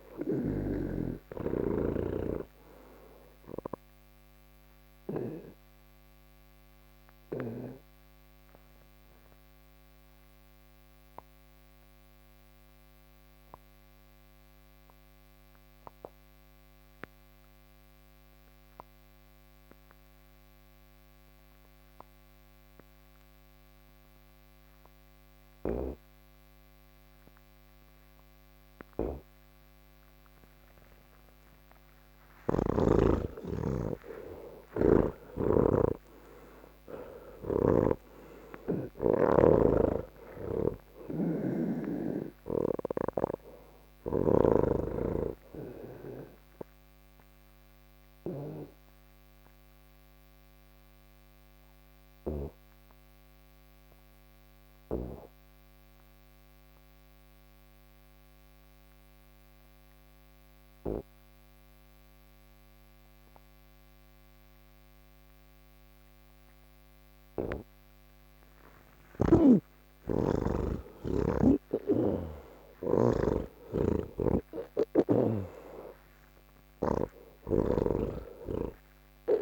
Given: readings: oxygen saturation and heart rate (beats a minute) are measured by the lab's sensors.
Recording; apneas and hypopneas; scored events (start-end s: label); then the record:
breathing in sleep by a microphone on the trachea; none
1.50-21.50 s: oxygen desaturation (device-marked, oxygen 92% before, 82% lowest, heart rate 99 before, 69 extreme)
37.00-44.00 s: snoring (device-marked)
41.50-67.50 s: oxygen desaturation (device-marked, oxygen 92% before, 81% lowest, heart rate 95 before, 73 extreme)
68.50-75.00 s: snoring (device-marked)
77.00-79.42 s: snoring (device-marked)
From the record:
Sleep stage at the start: N1 (lightest sleep); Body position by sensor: on the back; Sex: male